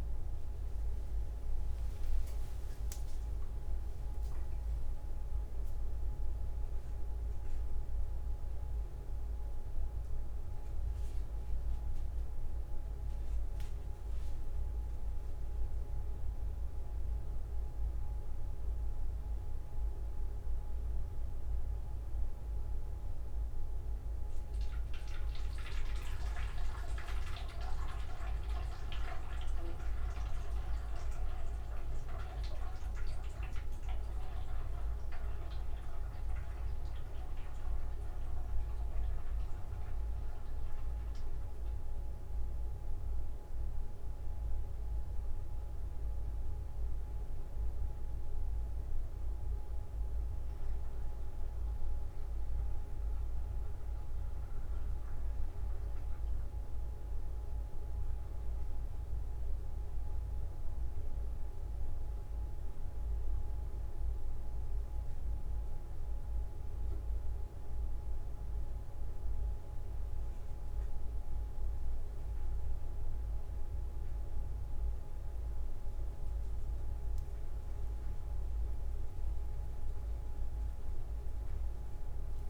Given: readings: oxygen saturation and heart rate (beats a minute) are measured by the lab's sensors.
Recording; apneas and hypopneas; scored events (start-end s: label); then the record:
a person awake in a sleep study, by a room microphone; none
0.00-2.00 s: long interval between heartbeats (device-marked, heart rate 150 before, 184 extreme)
2.00-4.00 s: long interval between heartbeats (device-marked, heart rate 154 before, 174 extreme)
4.00-6.00 s: long interval between heartbeats (device-marked, heart rate 168 before, 181 extreme)
6.50-8.50 s: long interval between heartbeats (device-marked, heart rate 185 before, 188 extreme)
11.00-13.00 s: long interval between heartbeats (device-marked, heart rate 190 before, 160 extreme)
13.50-15.50 s: long interval between heartbeats (device-marked, heart rate 185 before, 156 extreme)
15.50-17.50 s: long interval between heartbeats (device-marked, heart rate 181 before, 175 extreme)
18.50-20.50 s: long interval between heartbeats (device-marked, heart rate 178 before, 178 extreme)
22.50-24.50 s: long interval between heartbeats (device-marked, heart rate 177 before, 159 extreme)
26.50-28.50 s: long interval between heartbeats (device-marked, heart rate 172 before, 162 extreme)
29.00-31.00 s: long interval between heartbeats (device-marked, heart rate 170 before, 170 extreme)
37.00-39.00 s: long interval between heartbeats (device-marked, heart rate 172 before, 182 extreme)
39.00-41.00 s: long interval between heartbeats (device-marked, heart rate 173 before, 190 extreme)
41.00-43.00 s: long interval between heartbeats (device-marked, heart rate 175 before, 194 extreme)
43.50-45.50 s: long interval between heartbeats (device-marked, heart rate 177 before, 181 extreme)
46.00-48.00 s: long interval between heartbeats (device-marked, heart rate 179 before, 180 extreme)
49.50-51.50 s: long interval between heartbeats (device-marked, heart rate 183 before, 184 extreme)
52.50-54.50 s: long interval between heartbeats (device-marked, heart rate 184 before, 158 extreme)
55.50-57.50 s: long interval between heartbeats (device-marked, heart rate 182 before, 154 extreme)
59.50-61.50 s: long interval between heartbeats (device-marked, heart rate 176 before, 157 extreme)
66.50-68.50 s: long interval between heartbeats (device-marked, heart rate 174 before, 187 extreme)
68.50-70.50 s: long interval between heartbeats (device-marked, heart rate 176 before, 173 extreme)
72.00-74.00 s: long interval between heartbeats (device-marked, heart rate 175 before, 172 extreme)
77.00-79.00 s: long interval between heartbeats (device-marked, heart rate 178 before, 161 extreme)
79.00-81.00 s: long interval between heartbeats (device-marked, heart rate 180 before, 172 extreme)
From the record:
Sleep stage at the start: awake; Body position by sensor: upright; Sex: male